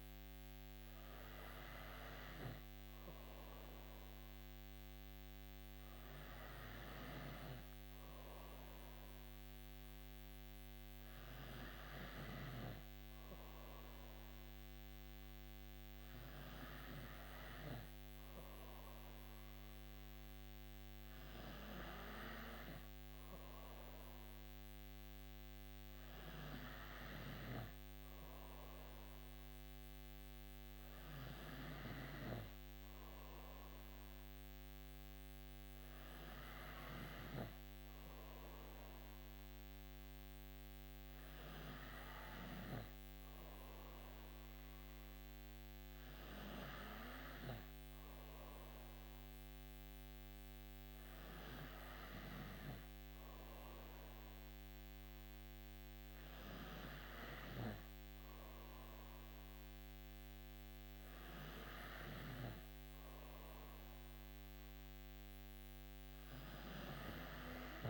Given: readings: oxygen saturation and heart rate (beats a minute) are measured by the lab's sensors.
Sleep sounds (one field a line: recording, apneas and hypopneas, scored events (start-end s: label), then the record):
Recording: breathing in sleep by a microphone on the trachea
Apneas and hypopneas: none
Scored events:
none scored
From the record:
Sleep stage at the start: N3 (deep sleep)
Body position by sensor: on the right side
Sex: female